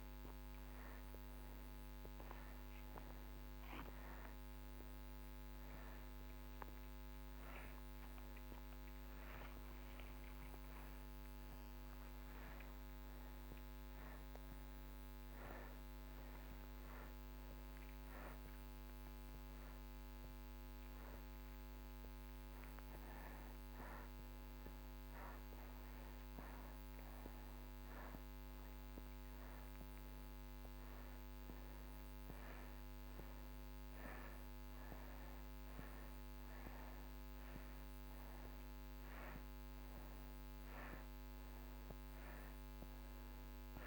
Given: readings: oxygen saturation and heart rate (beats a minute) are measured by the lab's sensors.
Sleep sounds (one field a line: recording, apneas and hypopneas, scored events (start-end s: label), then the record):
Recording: a person awake in a sleep study, hard to hear, by a microphone on the trachea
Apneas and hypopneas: none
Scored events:
none scored
From the record:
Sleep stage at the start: awake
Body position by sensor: upright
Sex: male